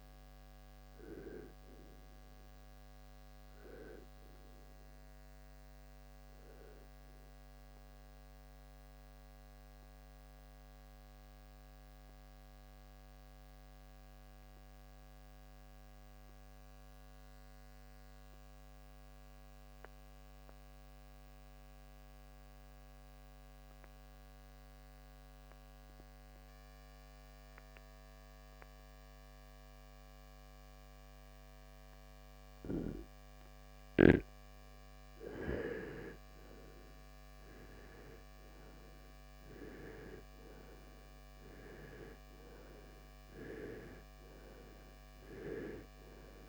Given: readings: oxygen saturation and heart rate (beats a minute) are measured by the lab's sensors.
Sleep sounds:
breathing in sleep by a microphone on the trachea; 1
6.00-33.50 s: obstructive apnea (oxygen 94% before, 82% lowest, heart rate 73 before, 48 extreme, up 18 after)
9.00-30.00 s: oxygen desaturation (device-marked, oxygen 93% before, 82% lowest, heart rate 75 before, 48 extreme)
34.50-39.50 s: arousal
40.00-46.49 s: new sleep stage, REM sleep
From the record:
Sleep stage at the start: N2 (light sleep); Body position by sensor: on the right side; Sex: male

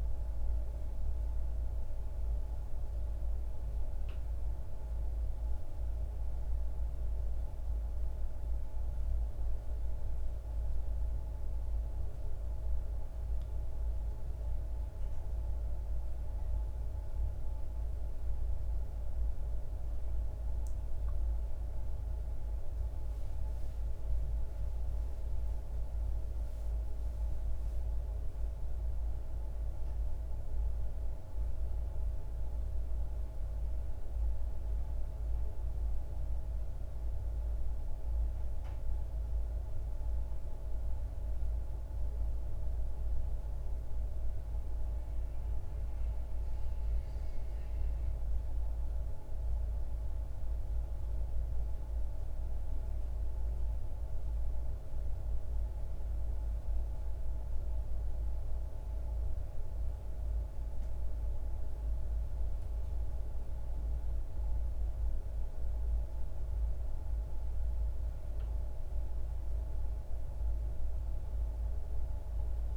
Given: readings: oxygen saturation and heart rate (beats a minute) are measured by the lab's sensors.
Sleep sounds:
a person awake in a sleep study, hard to hear, by a room microphone; none
none scored
From the record:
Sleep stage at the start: awake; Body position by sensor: on the back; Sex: male

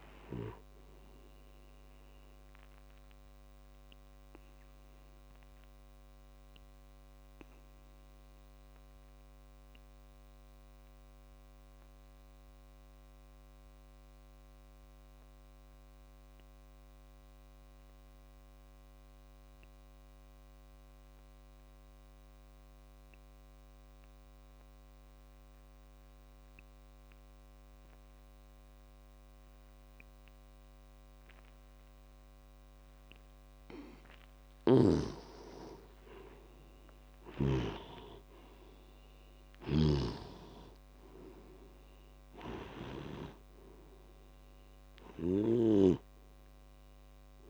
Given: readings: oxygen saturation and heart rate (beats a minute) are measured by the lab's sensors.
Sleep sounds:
breathing in sleep by a microphone on the trachea; 1
0.00-19.00 s: oxygen desaturation (device-marked, oxygen 89% lowest)
2.00-33.00 s: obstructive apnea (oxygen 98% before, 89% lowest)
33.00-47.50 s: oxygen desaturation (device-marked, oxygen 98% before, 90% lowest)
35.50-39.50 s: arousal
39.50-45.50 s: snoring (device-marked)
From the record:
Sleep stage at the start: N2 (light sleep); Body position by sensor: on the back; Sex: male

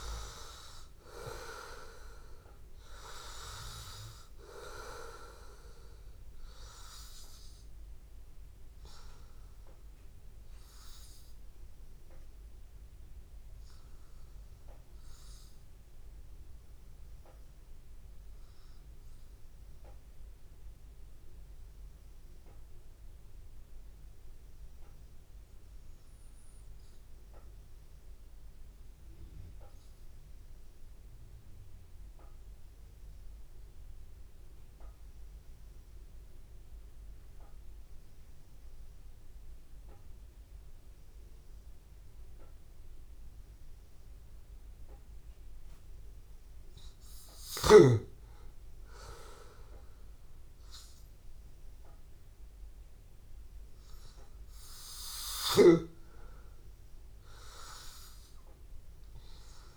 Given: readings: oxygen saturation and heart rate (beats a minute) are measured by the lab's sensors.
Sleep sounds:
breathing in sleep by a room microphone; 1
0.00-20.50 s: oxygen desaturation (device-marked, oxygen 92% lowest, heart rate 81 extreme)
15.00-45.50 s: obstructive apnea (oxygen 97% before, 93% lowest, heart rate 84 before, 81 extreme, up 1 after)
48.50-52.50 s: arousal
From the record:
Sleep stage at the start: N2 (light sleep); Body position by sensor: on the back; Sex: male

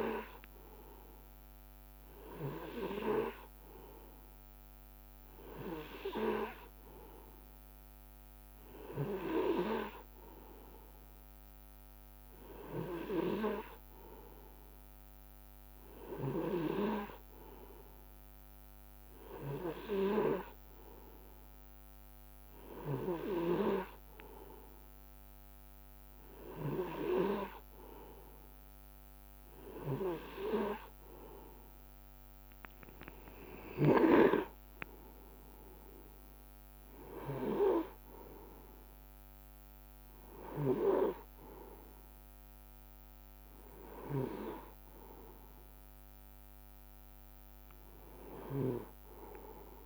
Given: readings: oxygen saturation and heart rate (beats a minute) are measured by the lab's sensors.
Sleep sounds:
breathing in sleep by a microphone on the trachea; none
17.50-19.50 s: long interval between heartbeats (device-marked, heart rate 62 before, 70 extreme)
From the record:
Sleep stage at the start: N2 (light sleep); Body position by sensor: on the right side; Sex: male

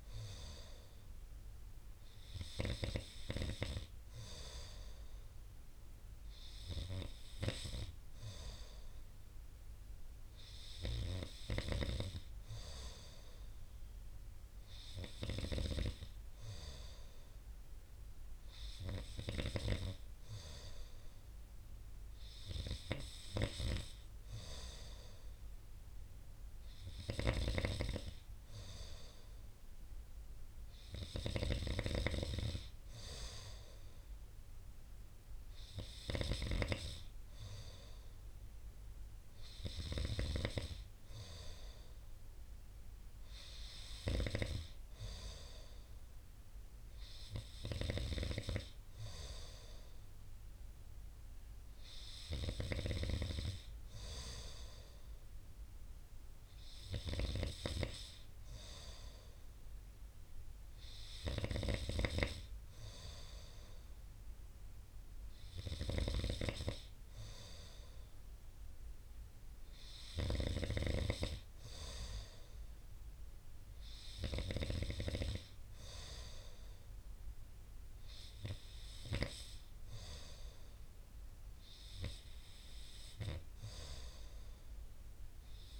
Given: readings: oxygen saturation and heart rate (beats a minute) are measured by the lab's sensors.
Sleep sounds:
breathing in sleep by a room microphone; none
11.50-16.00 s: snoring (device-marked)
27.00-31.50 s: snoring (device-marked)
65.50-70.50 s: snoring (device-marked)
From the record:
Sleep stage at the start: N2 (light sleep); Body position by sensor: on the right side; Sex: male

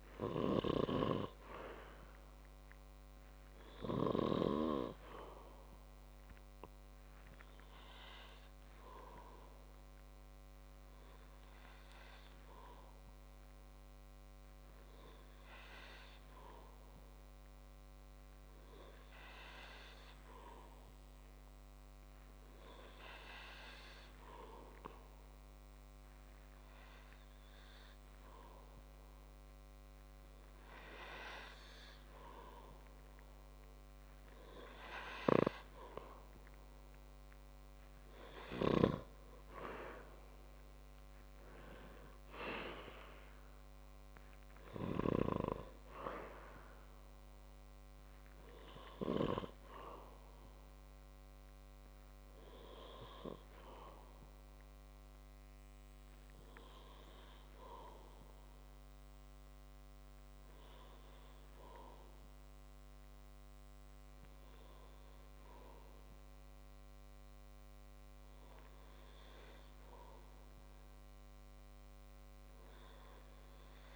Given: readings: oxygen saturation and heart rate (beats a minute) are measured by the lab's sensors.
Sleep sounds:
breathing in sleep by a microphone on the trachea; none
none scored
From the record:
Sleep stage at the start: N2 (light sleep); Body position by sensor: on the back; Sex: male

